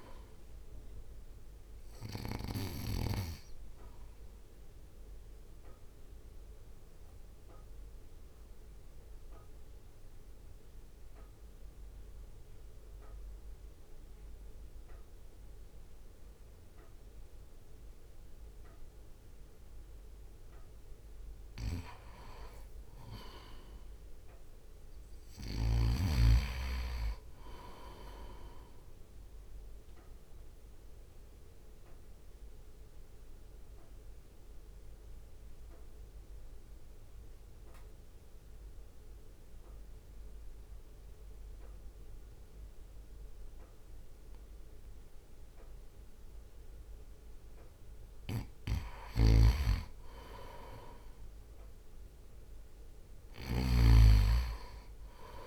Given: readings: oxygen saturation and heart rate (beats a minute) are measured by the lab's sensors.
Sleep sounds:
breathing in sleep by a room microphone; 2
0.00-5.50 s: drop in pulse transit time (device-marked, heart rate 53 extreme)
3.50-20.50 s: central apnea (oxygen 98% before, 89% lowest, heart rate 58 before, 46 extreme, up 10 after)
19.50-27.50 s: oxygen desaturation (device-marked, oxygen 94% before, 89% lowest, heart rate 58 before, 46 extreme)
24.00-27.50 s: arousal
24.50-36.50 s: drop in pulse transit time (device-marked, heart rate 58 before, 46 extreme)
30.50-47.50 s: obstructive apnea (oxygen 98% before, 92% lowest, heart rate 60 before, 52 extreme, up 6 after)
49.00-55.47 s: snoring (device-marked)
51.00-54.00 s: arousal
52.50-55.47 s: drop in pulse transit time (device-marked, heart rate 56 before, 52 extreme)
From the record:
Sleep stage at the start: N2 (light sleep); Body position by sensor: on the right side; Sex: male

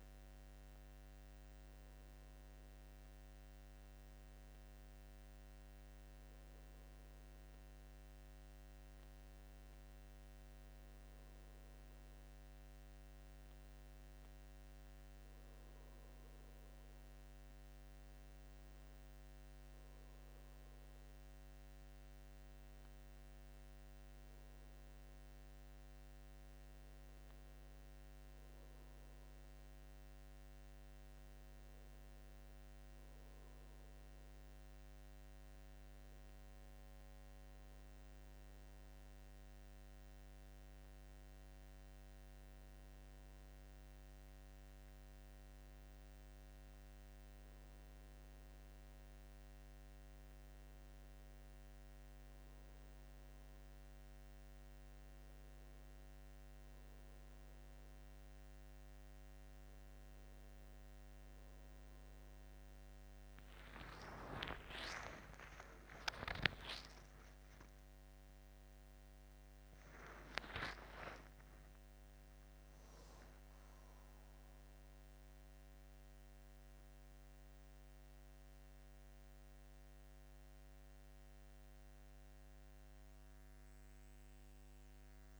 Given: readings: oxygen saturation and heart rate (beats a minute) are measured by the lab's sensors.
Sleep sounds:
breathing in sleep by a microphone on the trachea; none
64.00-67.00 s: arousal
From the record:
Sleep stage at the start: N2 (light sleep); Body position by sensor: on the back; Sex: male

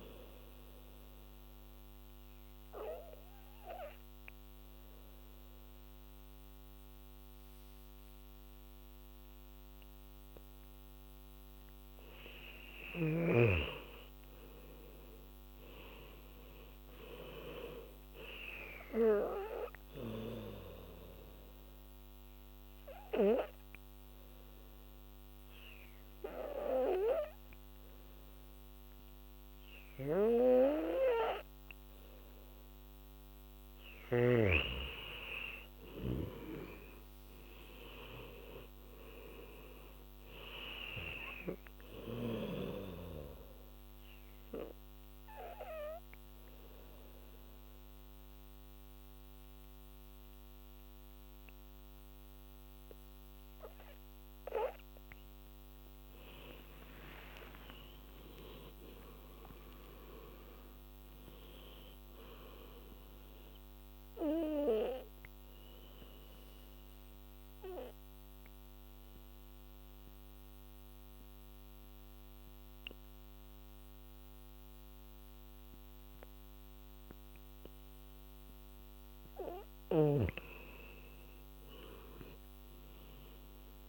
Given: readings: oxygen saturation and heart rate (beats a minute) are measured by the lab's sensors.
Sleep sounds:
breathing in sleep by a microphone on the trachea; 4
0.00-9.50 s: oxygen desaturation (device-marked, oxygen 86% lowest, heart rate 61 extreme)
0.50-11.50 s: obstructive apnea (oxygen 99% before, 86% lowest, heart rate 77 before, 63 extreme, up 24 after)
14.00-17.50 s: arousal
18.50-29.50 s: oxygen desaturation (device-marked, oxygen 99% before, 91% lowest, heart rate 73 before, 67 extreme)
20.50-32.50 s: obstructive apnea (oxygen 99% before, 89% lowest, heart rate 73 before, 67 extreme, up 17 after)
34.50-53.50 s: oxygen desaturation (device-marked, oxygen 97% before, 89% lowest, heart rate 76 before, 62 extreme)
36.00-39.50 s: arousal
43.00-55.50 s: obstructive apnea (oxygen 98% before, 88% lowest, heart rate 75 before, 62 extreme, up 20 after)
56.50-60.50 s: arousal
59.50-80.50 s: oxygen desaturation (device-marked, oxygen 97% before, 90% lowest, heart rate 75 before, 62 extreme)
65.50-79.00 s: obstructive apnea (oxygen 97% before, 88% lowest, heart rate 76 before, 63 extreme, up 22 after)
81.50-83.89 s: arousal
From the record:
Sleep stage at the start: N2 (light sleep); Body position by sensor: on the back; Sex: female

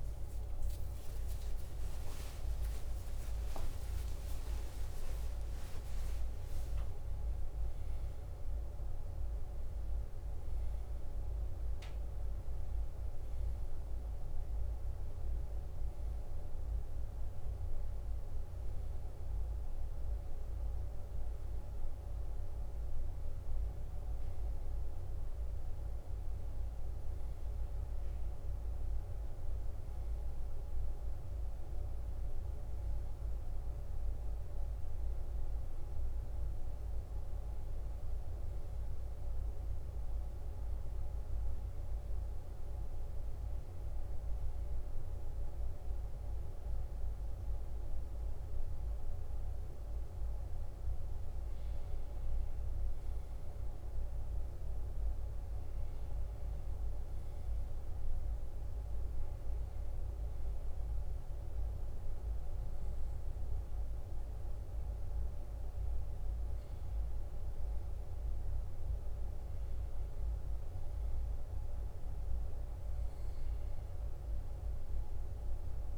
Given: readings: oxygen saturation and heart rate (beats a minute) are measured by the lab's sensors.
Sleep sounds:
a person partly awake in a sleep study, hard to hear, by a room microphone; none
6.00-8.00 s: long interval between heartbeats (device-marked, heart rate 70 before, 72 extreme)
21.50-75.98 s: new sleep stage, N1 (lightest sleep)
From the record:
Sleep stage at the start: awake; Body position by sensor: on the back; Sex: male

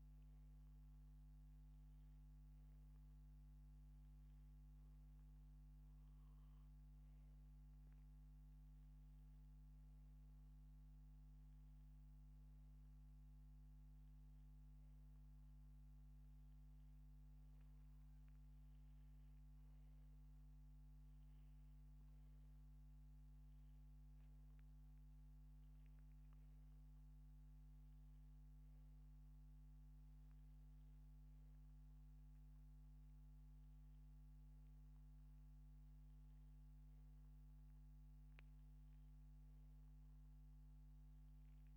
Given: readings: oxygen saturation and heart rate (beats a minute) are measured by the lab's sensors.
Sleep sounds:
breathing in sleep, hard to hear, by a microphone on the trachea; none
10.50-15.00 s: arousal
From the record:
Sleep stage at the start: N2 (light sleep); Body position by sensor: upright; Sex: male

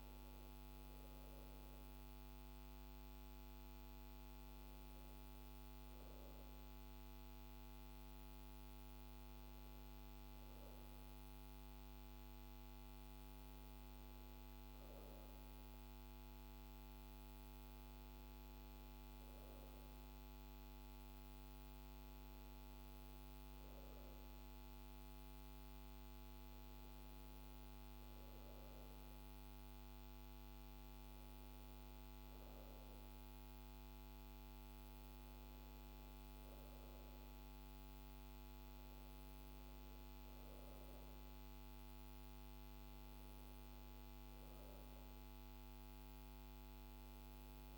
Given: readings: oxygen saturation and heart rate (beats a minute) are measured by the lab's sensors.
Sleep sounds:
breathing in sleep, hard to hear, by a microphone on the trachea; none
none scored
From the record:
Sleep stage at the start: N2 (light sleep); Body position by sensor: on the right side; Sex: female

